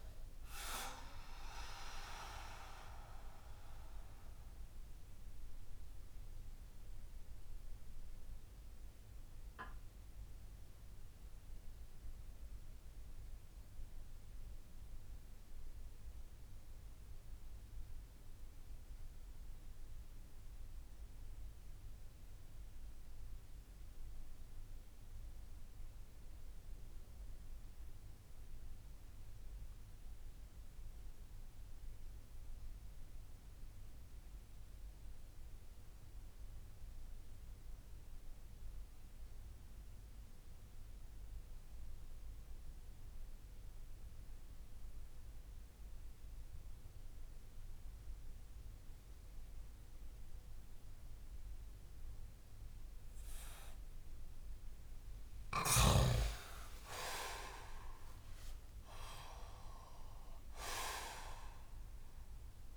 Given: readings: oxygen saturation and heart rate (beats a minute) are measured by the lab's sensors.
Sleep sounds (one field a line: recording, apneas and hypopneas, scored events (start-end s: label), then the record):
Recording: breathing in sleep by a room microphone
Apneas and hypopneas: 1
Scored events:
4.50-54.00 s: mixed apnea (oxygen 97% before, 90% lowest)
10.50-28.50 s: oxygen desaturation (device-marked, oxygen 95% before, 90% lowest)
55.50-59.50 s: arousal
From the record:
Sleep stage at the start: N2 (light sleep)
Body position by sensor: on the back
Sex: male